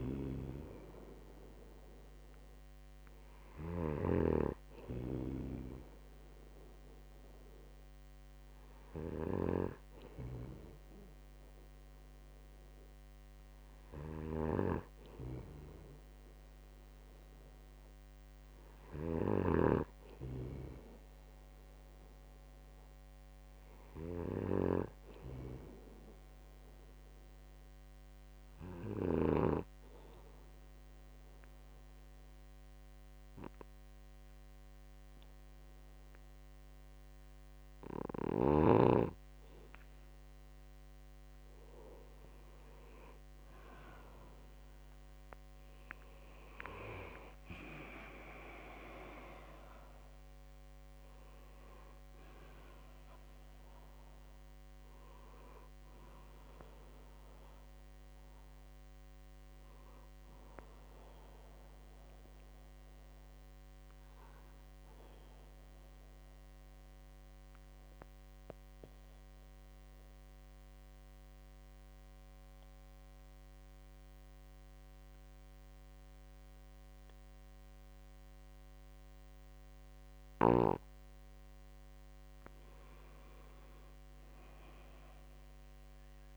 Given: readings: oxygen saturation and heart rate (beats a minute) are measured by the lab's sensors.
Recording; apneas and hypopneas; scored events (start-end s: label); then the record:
breathing in sleep by a microphone on the trachea; 2
0.00-5.00 s: snoring (device-marked)
14.50-20.00 s: snoring (device-marked)
26.00-41.00 s: hypopnea (oxygen 96% before, 94% lowest, heart rate 63 before, 62 extreme, up 11 after)
40.50-42.50 s: long interval between heartbeats (device-marked, heart rate 63 before, 71 extreme)
43.00-47.50 s: arousal
67.00-81.00 s: obstructive apnea (oxygen 96% before, 94% lowest, heart rate 64 before, 63 extreme, up 1 after)
83.00-86.37 s: arousal
From the record:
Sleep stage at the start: N2 (light sleep); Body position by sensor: on the right side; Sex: male